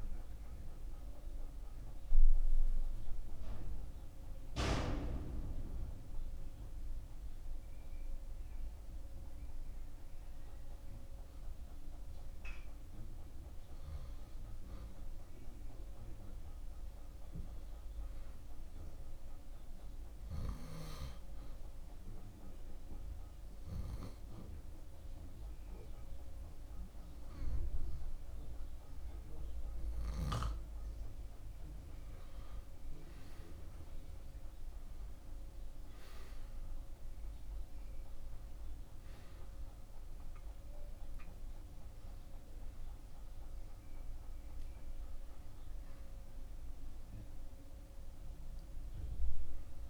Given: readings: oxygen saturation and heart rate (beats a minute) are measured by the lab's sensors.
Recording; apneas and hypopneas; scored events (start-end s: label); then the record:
breathing in sleep by a room microphone; 2
3.00-14.00 s: hypopnea (oxygen 97% before, 90% lowest, heart rate 74 before, 74 extreme, up 14 after)
5.00-18.00 s: oxygen desaturation (device-marked, oxygen 96% before, 92% lowest, heart rate 74 before, 78 extreme)
15.50-18.00 s: arousal
19.50-31.50 s: obstructive apnea (oxygen 97% before, 90% lowest, heart rate 78 before, 84 extreme, up 7 after)
38.50-42.50 s: arousal
46.00-49.89 s: oxygen desaturation (device-marked, oxygen 94% before, 90% lowest, heart rate 89 before, 61 extreme)
From the record:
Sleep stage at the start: N2 (light sleep); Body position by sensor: on the back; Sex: male